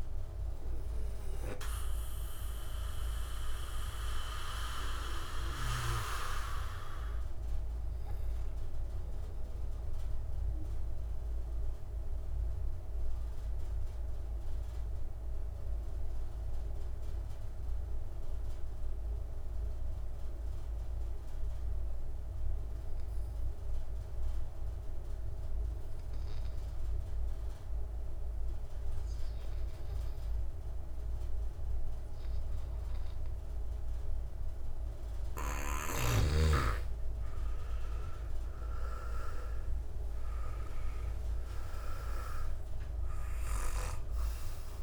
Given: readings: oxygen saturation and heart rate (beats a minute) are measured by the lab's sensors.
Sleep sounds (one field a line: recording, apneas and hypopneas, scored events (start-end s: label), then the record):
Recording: breathing in sleep by a room microphone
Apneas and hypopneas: 1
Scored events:
0.00-23.50 s: oxygen desaturation (device-marked, oxygen 84% lowest)
9.00-34.00 s: mixed apnea (oxygen 98% before, 84% lowest)
35.50-44.83 s: oxygen desaturation (device-marked, oxygen 99% before, 84% lowest, heart rate 100 before, 68 extreme)
37.50-41.50 s: arousal
From the record:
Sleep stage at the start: N2 (light sleep)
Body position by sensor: on the back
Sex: male